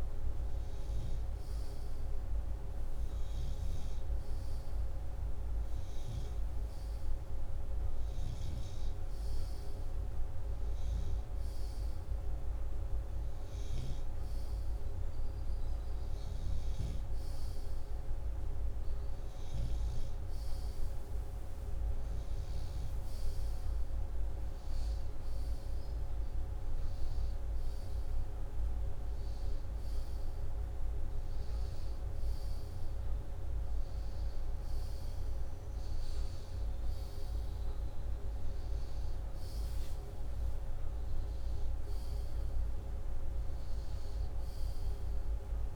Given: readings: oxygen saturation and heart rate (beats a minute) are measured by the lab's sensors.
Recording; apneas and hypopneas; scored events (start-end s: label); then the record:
breathing in sleep, hard to hear, by a room microphone; none
none scored
From the record:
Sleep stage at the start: N2 (light sleep); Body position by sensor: upright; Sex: male